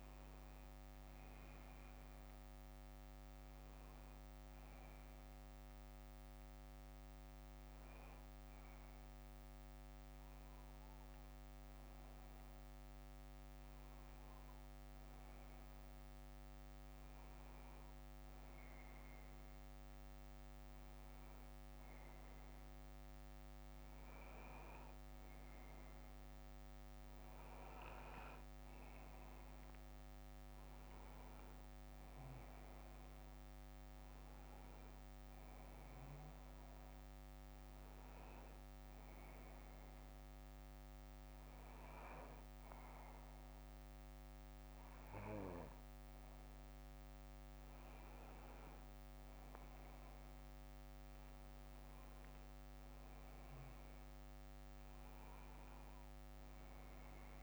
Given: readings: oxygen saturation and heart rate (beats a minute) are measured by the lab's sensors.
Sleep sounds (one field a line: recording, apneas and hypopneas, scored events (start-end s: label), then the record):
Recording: breathing in sleep, hard to hear, by a microphone on the trachea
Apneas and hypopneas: 2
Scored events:
3.00-14.50 s: obstructive apnea (oxygen 95% before, 93% lowest, heart rate 64 before, 54 extreme, up 5 after)
17.00-20.00 s: arousal
19.00-21.00 s: bradycardia (device-marked, heart rate 65 before, 65 extreme)
33.00-36.50 s: arousal
36.00-38.00 s: bradycardia (device-marked, heart rate 65 before, 61 extreme)
39.00-46.00 s: bradycardia (device-marked, heart rate 65 before, 57 extreme)
39.00-50.00 s: obstructive apnea (oxygen 95% before, 93% lowest, heart rate 62 before, 52 extreme, up 11 after)
52.00-57.00 s: arousal
55.00-57.43 s: bradycardia (device-marked, heart rate 65 before, 54 extreme)
From the record:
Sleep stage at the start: N2 (light sleep)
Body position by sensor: on the back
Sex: male